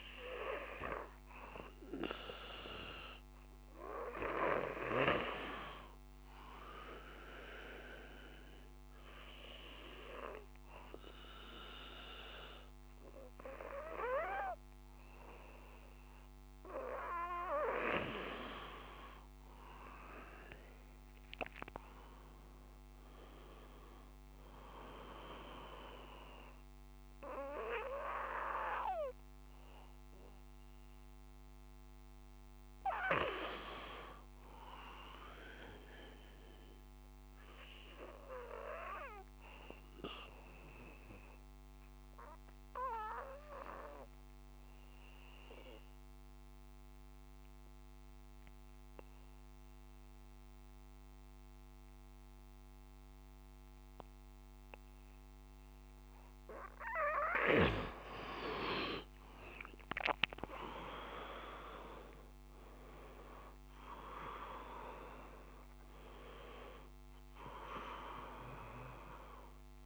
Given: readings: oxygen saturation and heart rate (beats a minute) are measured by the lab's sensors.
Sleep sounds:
breathing in sleep by a microphone on the trachea; 2
8.50-18.50 s: obstructive apnea (oxygen 97% before, 93% lowest, heart rate 39 before, 30 extreme, up 30 after)
19.00-22.50 s: arousal
38.50-56.00 s: obstructive apnea (oxygen 96% before, 91% lowest)
57.50-61.50 s: arousal
65.00-69.86 s: oxygen desaturation (device-marked, oxygen 96% before, 93% lowest)
From the record:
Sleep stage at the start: N2 (light sleep); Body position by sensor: on the back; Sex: male

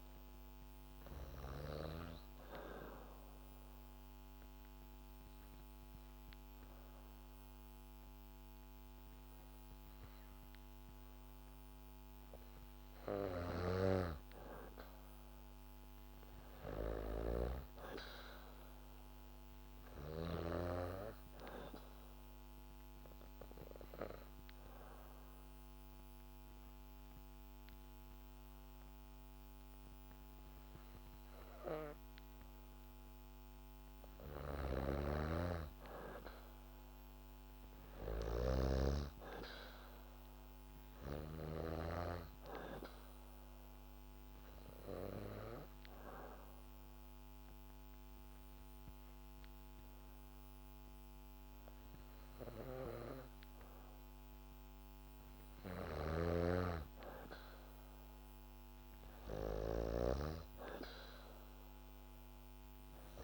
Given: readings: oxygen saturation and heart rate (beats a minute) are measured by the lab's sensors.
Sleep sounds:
breathing in sleep by a microphone on the trachea; 3
0.00-14.00 s: oxygen desaturation (device-marked, oxygen 93% lowest, heart rate 62 extreme)
2.00-12.00 s: obstructive apnea (oxygen 97% before, 93% lowest, heart rate 68 before, 62 extreme, up 4 after)
13.00-17.50 s: snoring (device-marked)
15.50-19.00 s: arousal
22.50-33.50 s: obstructive apnea (oxygen 97% before, 92% lowest, heart rate 69 before, 62 extreme, up 7 after)
34.00-41.50 s: snoring (device-marked)
35.50-39.50 s: arousal
41.00-56.00 s: oxygen desaturation (device-marked, oxygen 97% before, 93% lowest, heart rate 68 before, 66 extreme)
44.50-55.50 s: obstructive apnea (oxygen 97% before, 92% lowest, heart rate 67 before, 67 extreme, up 0 after)
55.50-60.00 s: snoring (device-marked)
59.50-63.00 s: arousal
From the record:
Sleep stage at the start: N2 (light sleep); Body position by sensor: on the back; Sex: female

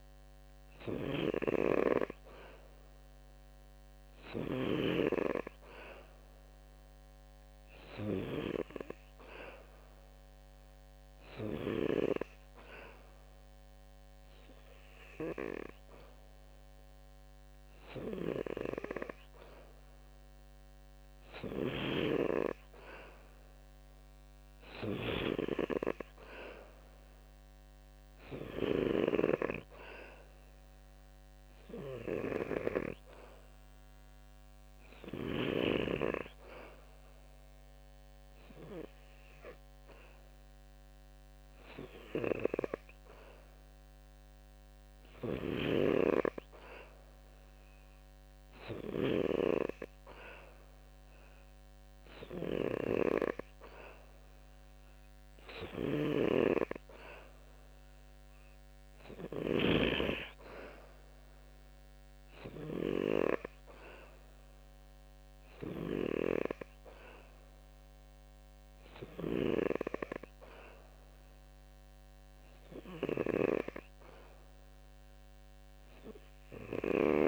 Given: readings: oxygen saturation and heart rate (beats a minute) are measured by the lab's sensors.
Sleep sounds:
breathing in sleep by a microphone on the trachea; none
0.00-4.50 s: snoring (device-marked)
21.00-28.50 s: snoring (device-marked)
44.50-73.00 s: snoring (device-marked)
From the record:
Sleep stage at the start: N2 (light sleep); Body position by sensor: on the back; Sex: male

